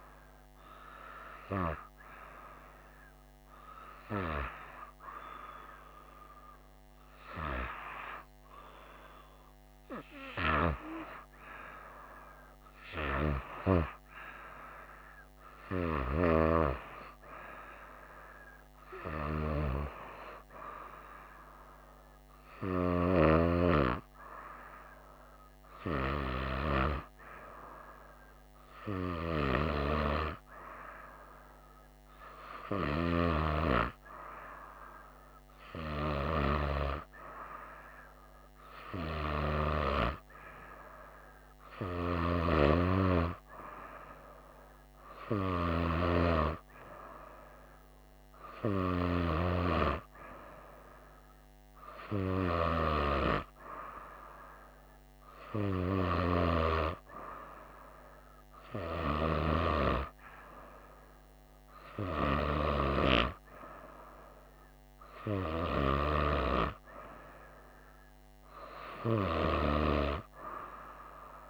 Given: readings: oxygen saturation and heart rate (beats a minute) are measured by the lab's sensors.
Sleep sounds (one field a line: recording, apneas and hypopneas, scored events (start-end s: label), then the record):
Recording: a person partly awake in a sleep study, by a microphone on the trachea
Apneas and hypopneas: none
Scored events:
14.00-71.50 s: new sleep stage, N2 (light sleep)
From the record:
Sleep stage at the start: awake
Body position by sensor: on the right side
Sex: female